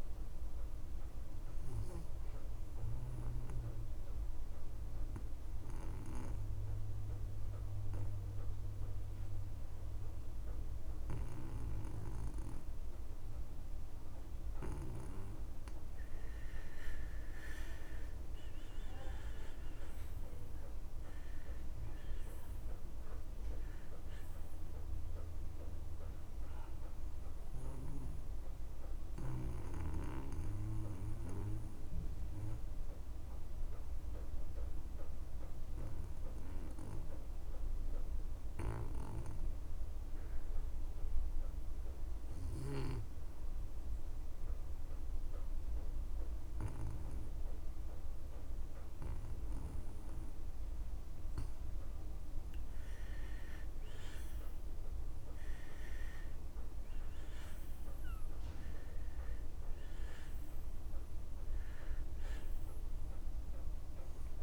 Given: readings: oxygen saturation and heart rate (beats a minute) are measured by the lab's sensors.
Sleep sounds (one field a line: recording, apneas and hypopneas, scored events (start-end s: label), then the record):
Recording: breathing in sleep by a room microphone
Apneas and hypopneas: 2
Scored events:
0.00-1.50 s: arousal
4.50-15.50 s: obstructive apnea (oxygen 95% before, 86% lowest)
11.00-19.00 s: oxygen desaturation (device-marked, oxygen 95% before, 92% lowest)
18.00-22.00 s: arousal
26.50-51.00 s: obstructive apnea (oxygen 95% before, 84% lowest)
27.00-51.00 s: oxygen desaturation (device-marked, oxygen 93% before, 88% lowest)
53.50-57.00 s: arousal
56.00-64.43 s: oxygen desaturation (device-marked, oxygen 97% before, 84% lowest)
From the record:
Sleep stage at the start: N2 (light sleep)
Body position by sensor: on the back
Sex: male